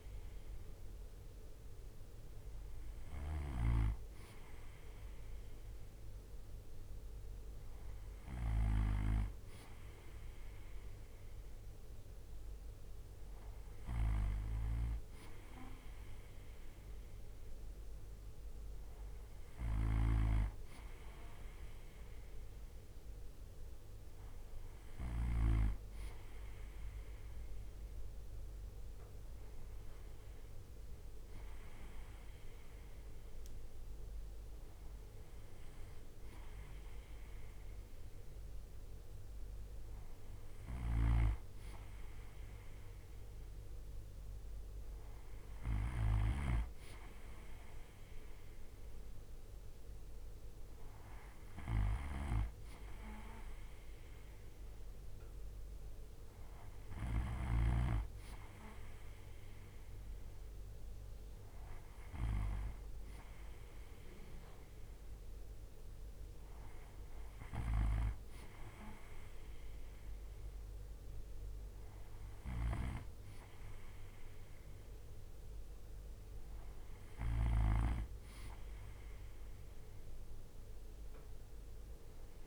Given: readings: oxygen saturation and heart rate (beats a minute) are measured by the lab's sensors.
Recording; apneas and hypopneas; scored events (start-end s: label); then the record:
breathing in sleep by a room microphone; none
19.00-25.00 s: snoring (device-marked)
40.00-57.00 s: snoring (device-marked)
67.00-82.47 s: snoring (device-marked)
From the record:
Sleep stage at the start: N2 (light sleep); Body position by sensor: on the right side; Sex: male